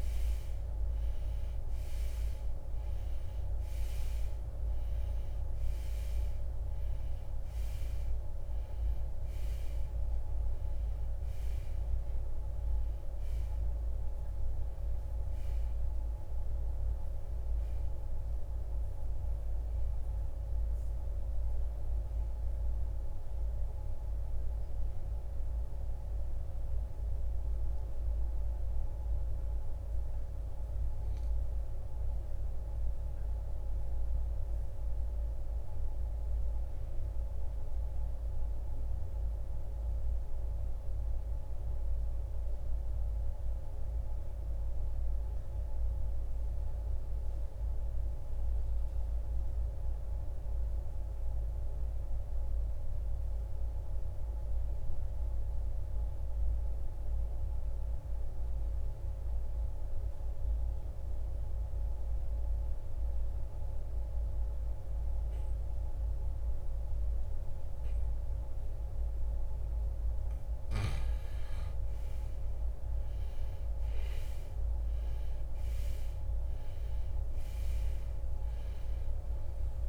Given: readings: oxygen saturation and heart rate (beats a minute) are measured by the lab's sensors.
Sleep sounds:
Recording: breathing in sleep, hard to hear, by a room microphone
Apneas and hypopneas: 1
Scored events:
0.00-1.50 s: arousal
0.00-42.00 s: oxygen desaturation (device-marked, oxygen 76% lowest, heart rate 49 extreme)
29.50-69.00 s: obstructive apnea (oxygen 93% before, 76% lowest, heart rate 81 before, 49 extreme, up 20 after)
63.00-79.89 s: oxygen desaturation (device-marked, oxygen 97% before, 77% lowest, heart rate 62 before, 51 extreme)
70.50-76.00 s: arousal
From the record:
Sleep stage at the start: N2 (light sleep)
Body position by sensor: on the right side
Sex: male

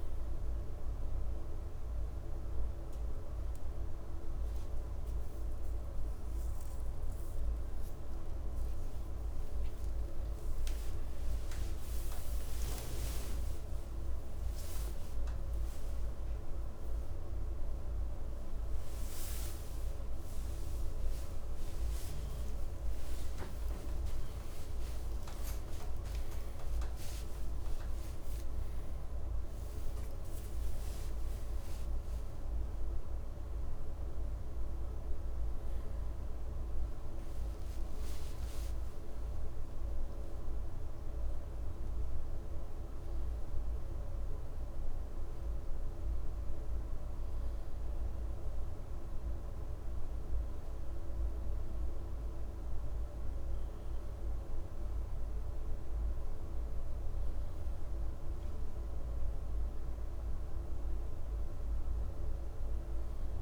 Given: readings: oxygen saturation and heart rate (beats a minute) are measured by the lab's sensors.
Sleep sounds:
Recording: a person awake in a sleep study, hard to hear, by a room microphone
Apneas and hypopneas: none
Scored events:
40.50-63.41 s: new sleep stage, N1 (lightest sleep)
From the record:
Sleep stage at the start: awake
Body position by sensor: on the back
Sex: male

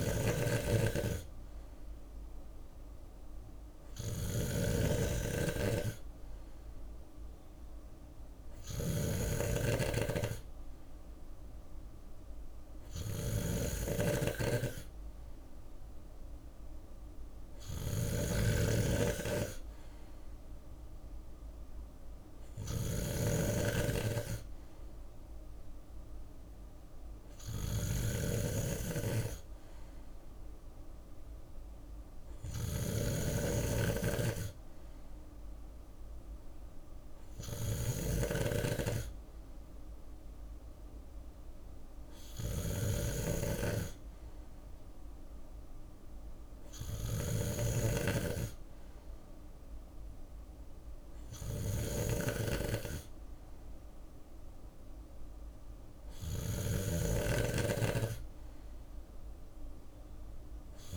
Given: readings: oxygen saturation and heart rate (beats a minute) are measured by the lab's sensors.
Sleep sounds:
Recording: breathing in sleep by a room microphone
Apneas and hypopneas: none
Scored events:
0.00-60.97 s: snoring (device-marked)
28.00-40.00 s: drop in pulse transit time (device-marked, heart rate 62 before, 59 extreme)
36.00-39.00 s: bradycardia (device-marked, heart rate 61 before, 60 extreme)
From the record:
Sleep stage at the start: N3 (deep sleep)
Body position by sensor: on the left side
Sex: male

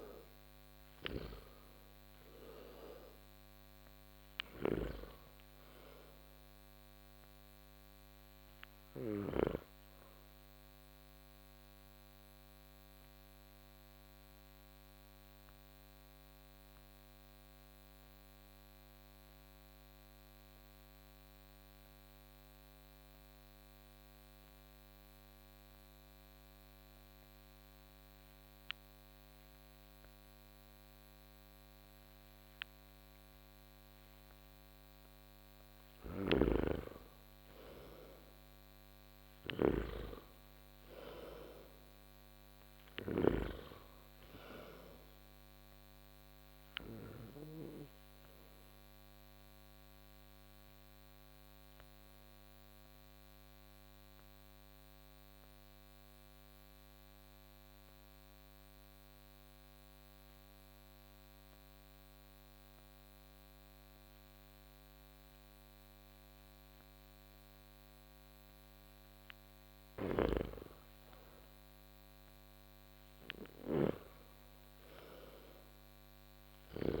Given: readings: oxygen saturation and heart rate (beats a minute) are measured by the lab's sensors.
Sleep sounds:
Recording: breathing in sleep by a microphone on the trachea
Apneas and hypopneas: 2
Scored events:
0.00-9.00 s: snoring (device-marked)
0.00-24.00 s: oxygen desaturation (device-marked, oxygen 81% lowest)
11.00-34.50 s: mixed apnea (oxygen 98% before, 81% lowest)
35.50-43.00 s: snoring (device-marked)
37.00-40.50 s: arousal
41.00-66.00 s: oxygen desaturation (device-marked, oxygen 97% before, 86% lowest)
47.00-69.00 s: obstructive apnea (oxygen 98% before, 86% lowest)
69.50-77.00 s: snoring (device-marked)
71.50-75.50 s: arousal
74.00-77.00 s: oxygen desaturation (device-marked, oxygen 98% before, 86% lowest)
From the record:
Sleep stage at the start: N2 (light sleep)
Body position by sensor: on the back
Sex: male

